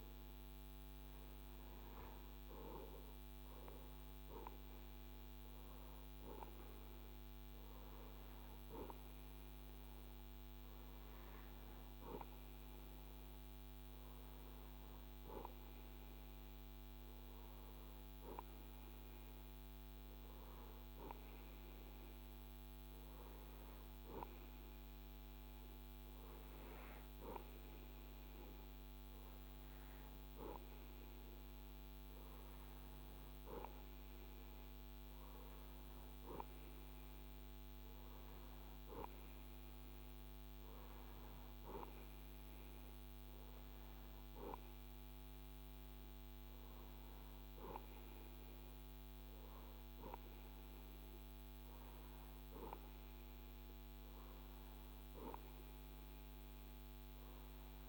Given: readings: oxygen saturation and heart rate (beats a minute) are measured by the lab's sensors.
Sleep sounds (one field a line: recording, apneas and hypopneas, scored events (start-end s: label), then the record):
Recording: breathing in sleep by a microphone on the trachea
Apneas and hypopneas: none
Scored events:
none scored
From the record:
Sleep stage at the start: REM sleep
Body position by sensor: on the right side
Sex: male